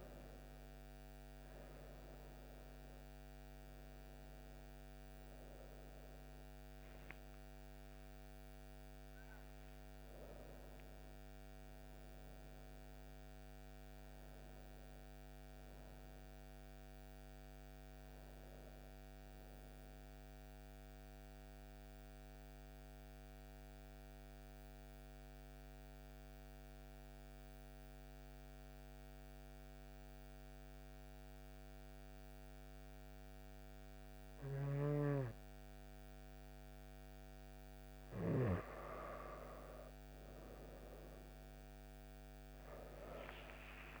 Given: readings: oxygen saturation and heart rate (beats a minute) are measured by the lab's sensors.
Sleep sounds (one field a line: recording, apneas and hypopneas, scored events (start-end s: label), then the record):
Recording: breathing in sleep by a microphone on the trachea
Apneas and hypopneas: 1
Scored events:
2.50-16.50 s: oxygen desaturation (device-marked, oxygen 96% before, 92% lowest)
6.00-10.00 s: arousal
21.00-34.50 s: central apnea (oxygen 96% before, 92% lowest)
41.50-44.00 s: oxygen desaturation (device-marked, oxygen 97% before, 92% lowest)
43.00-44.00 s: arousal
From the record:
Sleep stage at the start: N2 (light sleep)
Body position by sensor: on the back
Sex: female